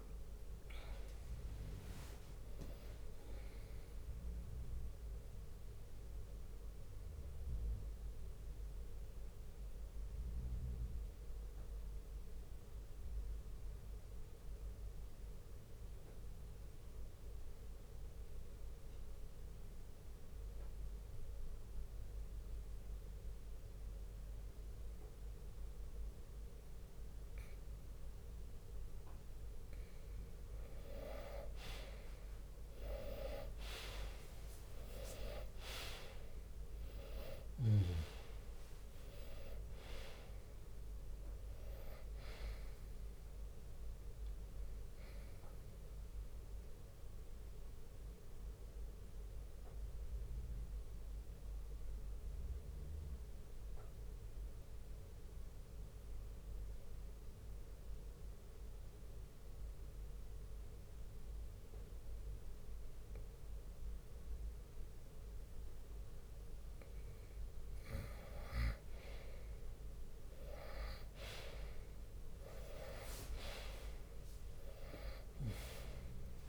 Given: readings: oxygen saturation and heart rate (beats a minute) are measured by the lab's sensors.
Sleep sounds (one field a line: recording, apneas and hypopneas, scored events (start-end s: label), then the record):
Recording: breathing in sleep by a room microphone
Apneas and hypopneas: 2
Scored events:
0.00-5.00 s: drop in pulse transit time (device-marked, heart rate 62 before, 68 extreme)
0.00-5.00 s: oxygen desaturation (device-marked, oxygen 98% before, 91% lowest, heart rate 60 before, 59 extreme)
4.50-29.00 s: mixed apnea (oxygen 98% before, 89% lowest, heart rate 72 before, 59 extreme, up 9 after)
9.00-18.00 s: bradycardia (device-marked, heart rate 63 before, 59 extreme)
14.00-24.00 s: oxygen desaturation (device-marked, oxygen 95% before, 89% lowest, heart rate 68 before, 59 extreme)
30.50-36.50 s: arousal
33.00-44.00 s: drop in pulse transit time (device-marked, heart rate 60 before, 65 extreme)
33.00-58.00 s: oxygen desaturation (device-marked, oxygen 99% before, 89% lowest, heart rate 60 before, 60 extreme)
47.00-66.00 s: obstructive apnea (oxygen 99% before, 89% lowest, heart rate 67 before, 60 extreme, up 8 after)
68.50-74.00 s: arousal
71.00-76.49 s: drop in pulse transit time (device-marked, heart rate 61 before, 66 extreme)
73.00-76.49 s: oxygen desaturation (device-marked, oxygen 98% before, 91% lowest, heart rate 62 before, 59 extreme)
74.50-76.49 s: long interval between heartbeats (device-marked, heart rate 62 before, 70 extreme)
From the record:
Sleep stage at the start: N2 (light sleep)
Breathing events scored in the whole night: 305 in 3.8 hours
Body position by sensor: on the right side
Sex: male